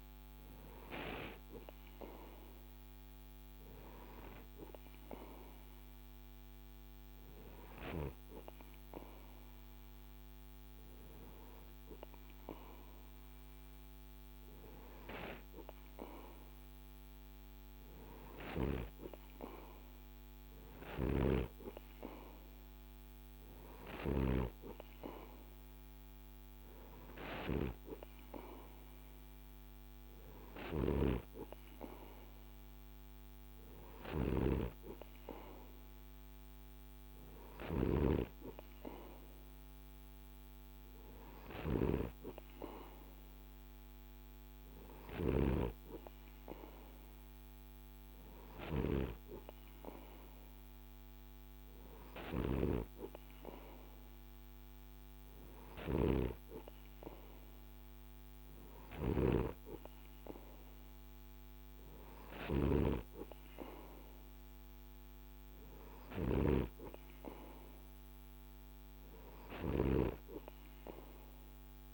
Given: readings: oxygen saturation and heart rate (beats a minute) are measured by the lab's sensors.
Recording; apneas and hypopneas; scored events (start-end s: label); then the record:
breathing in sleep by a microphone on the trachea; none
none scored
From the record:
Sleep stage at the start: N2 (light sleep); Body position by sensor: on the right side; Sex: male